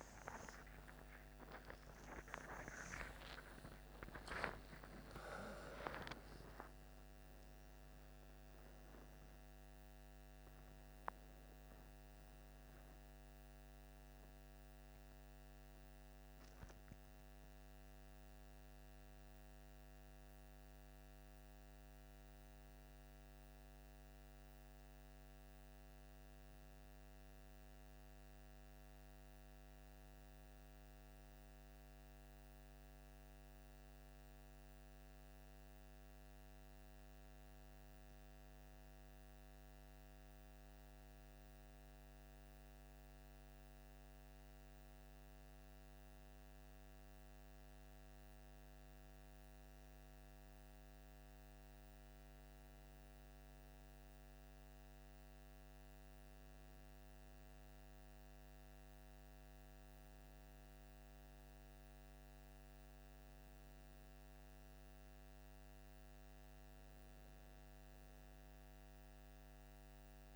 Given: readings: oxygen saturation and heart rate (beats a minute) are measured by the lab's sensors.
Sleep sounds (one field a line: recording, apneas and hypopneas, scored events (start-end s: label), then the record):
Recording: a person partly awake in a sleep study, by a microphone on the trachea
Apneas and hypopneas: none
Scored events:
4.00-6.00 s: long interval between heartbeats (device-marked, heart rate 65 before, 87 extreme)
6.50-36.50 s: new sleep stage, N1 (lightest sleep)
36.50-70.36 s: new sleep stage, N2 (light sleep)
From the record:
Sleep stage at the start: awake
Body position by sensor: on the left side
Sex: male